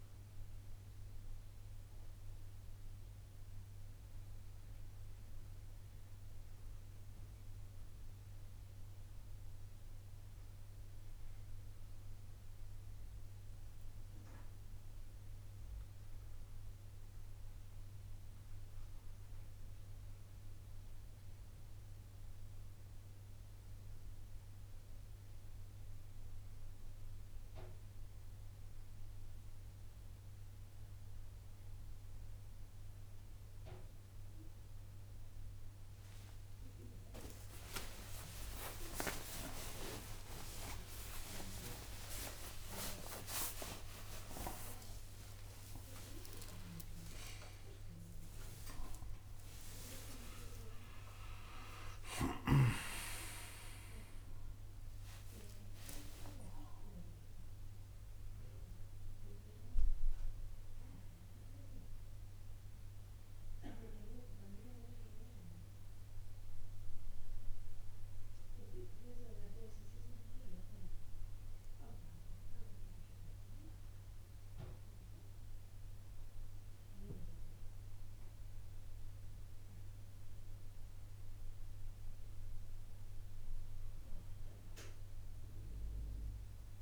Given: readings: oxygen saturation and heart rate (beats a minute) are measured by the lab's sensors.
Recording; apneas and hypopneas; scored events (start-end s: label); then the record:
a person partly awake in a sleep study, by a room microphone; none
31.50-61.50 s: new sleep stage, awake
61.50-86.82 s: new sleep stage, N2 (light sleep)
63.50-77.50 s: oxygen desaturation (device-marked, oxygen 94% before, 90% lowest, heart rate 86 before, 50 extreme)
From the record:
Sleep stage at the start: N2 (light sleep); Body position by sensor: on the right side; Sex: male